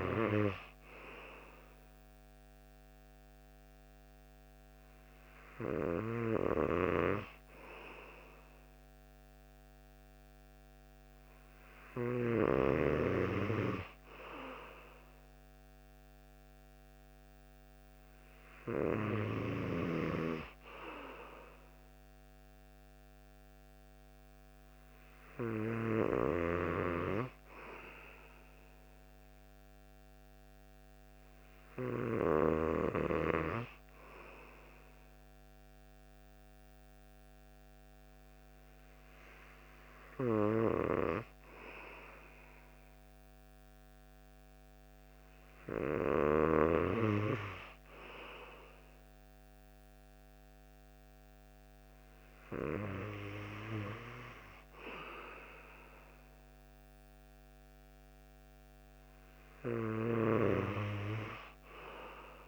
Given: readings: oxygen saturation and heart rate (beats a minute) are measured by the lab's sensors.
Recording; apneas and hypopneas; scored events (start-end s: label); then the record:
breathing in sleep by a microphone on the trachea; none
none scored
From the record:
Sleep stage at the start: N2 (light sleep); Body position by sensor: on the right side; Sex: male